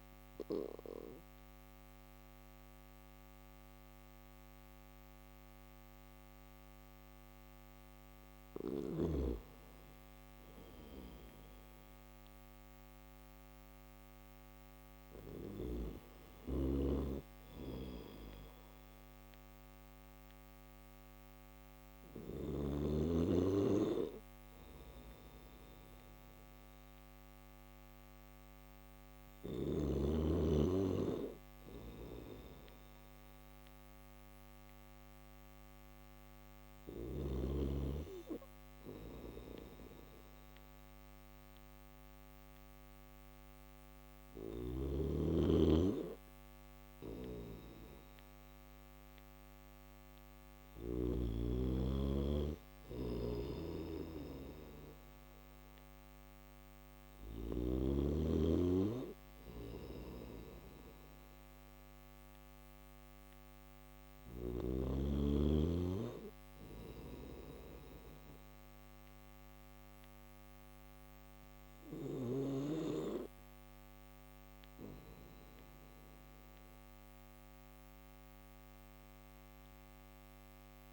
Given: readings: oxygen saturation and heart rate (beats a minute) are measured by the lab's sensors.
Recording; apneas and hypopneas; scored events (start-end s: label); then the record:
breathing in sleep by a microphone on the trachea; none
52.00-56.50 s: snoring (device-marked)
58.50-63.50 s: snoring (device-marked)
From the record:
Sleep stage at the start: N1 (lightest sleep); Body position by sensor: on the back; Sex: male